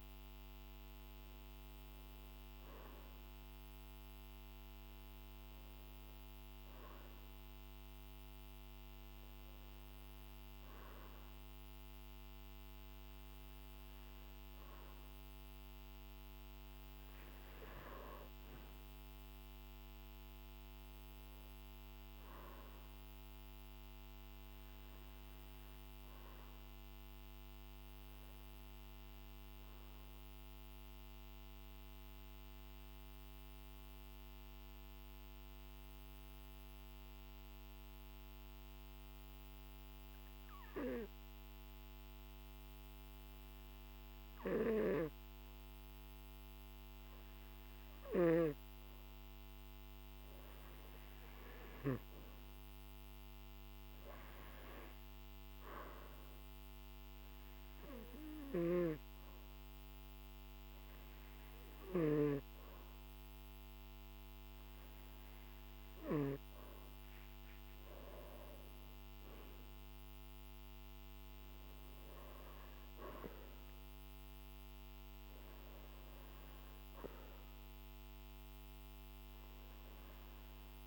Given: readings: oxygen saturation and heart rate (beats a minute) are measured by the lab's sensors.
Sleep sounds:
breathing in sleep by a microphone on the trachea; 1
29.50-47.00 s: obstructive apnea (oxygen 95% before, 91% lowest, heart rate 51 before, 49 extreme, up 5 after)
49.00-52.00 s: arousal
56.50-78.50 s: oxygen desaturation (device-marked, oxygen 95% before, 91% lowest, heart rate 52 before, 49 extreme)
From the record:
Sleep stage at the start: N2 (light sleep); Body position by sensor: on the back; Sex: male

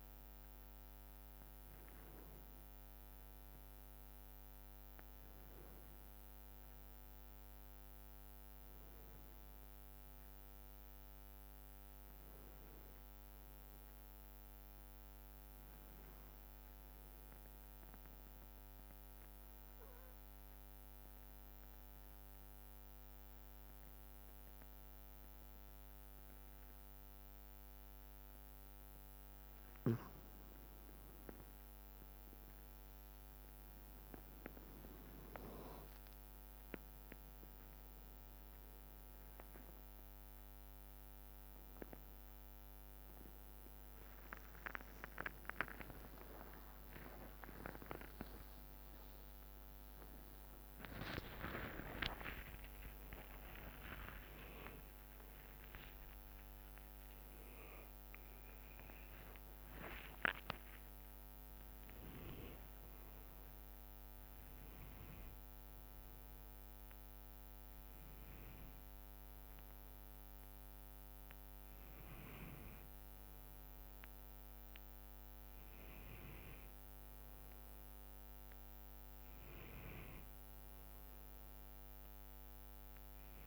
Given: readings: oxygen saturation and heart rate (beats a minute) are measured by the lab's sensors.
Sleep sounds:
a person awake in a sleep study, by a microphone on the trachea; 1
0.00-3.00 s: drop in pulse transit time (device-marked, heart rate 67 extreme)
0.00-7.00 s: oxygen desaturation (device-marked, oxygen 89% lowest, heart rate 63 extreme)
7.50-12.00 s: arousal
17.00-29.50 s: obstructive apnea (oxygen 98% before, 91% lowest, heart rate 71 before, 63 extreme, up 7 after)
25.00-83.47 s: new sleep stage, awake
32.00-53.00 s: oxygen desaturation (device-marked, oxygen 98% before, 91% lowest, heart rate 65 before, 63 extreme)
36.00-54.00 s: drop in pulse transit time (device-marked, heart rate 65 before, 63 extreme)
48.00-50.00 s: long interval between heartbeats (device-marked, heart rate 66 before, 85 extreme)
49.00-59.00 s: tachycardia (device-marked, heart rate 66 before, 139 extreme)
52.50-54.50 s: long interval between heartbeats (device-marked, heart rate 71 before, 111 extreme)
55.50-57.50 s: long interval between heartbeats (device-marked, heart rate 78 before, 116 extreme)
From the record:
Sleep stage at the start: N2 (light sleep); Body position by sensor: on the back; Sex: male

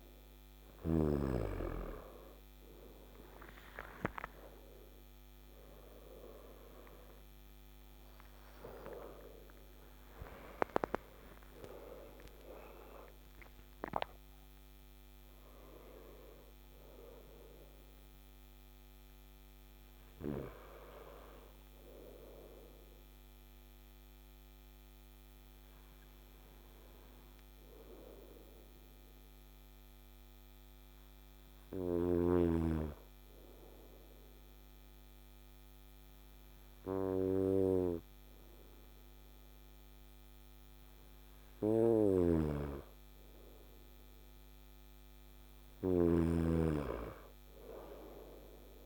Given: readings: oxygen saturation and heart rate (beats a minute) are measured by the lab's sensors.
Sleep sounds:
breathing in sleep by a microphone on the trachea; 1
3.00-10.00 s: arousal
24.00-41.00 s: obstructive apnea (oxygen 98% before, 95% lowest, heart rate 70 before, 53 extreme, up 6 after)
41.50-48.86 s: snoring (device-marked)
42.50-46.00 s: arousal
From the record:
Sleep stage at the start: N2 (light sleep); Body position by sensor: on the back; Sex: male

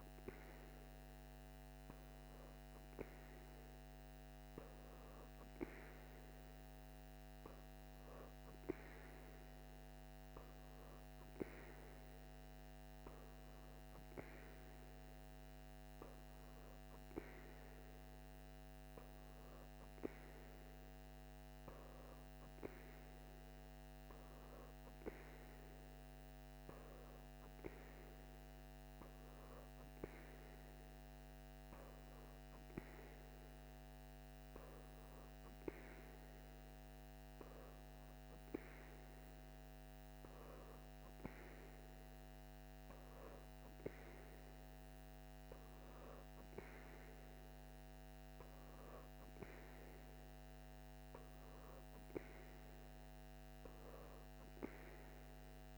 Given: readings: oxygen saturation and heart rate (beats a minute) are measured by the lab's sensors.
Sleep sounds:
breathing in sleep by a microphone on the trachea; none
none scored
From the record:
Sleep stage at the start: N3 (deep sleep); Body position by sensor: on the back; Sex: female

